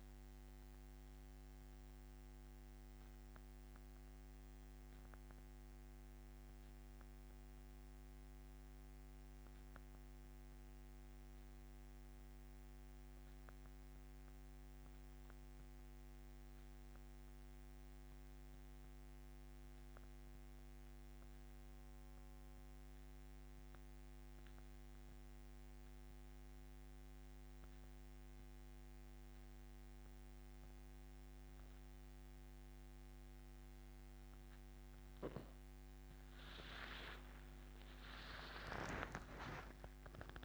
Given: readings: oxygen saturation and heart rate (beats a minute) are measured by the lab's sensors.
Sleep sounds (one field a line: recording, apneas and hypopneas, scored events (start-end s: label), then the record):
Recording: breathing in sleep by a microphone on the trachea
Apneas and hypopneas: 1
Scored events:
2.50-34.00 s: central apnea (oxygen 97% before, 84% lowest, heart rate 88 before, 69 extreme, up 16 after)
4.50-31.50 s: oxygen desaturation (device-marked, oxygen 94% before, 84% lowest, heart rate 87 before, 69 extreme)
37.00-40.44 s: arousal
From the record:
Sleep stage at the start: N2 (light sleep)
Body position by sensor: on the back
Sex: male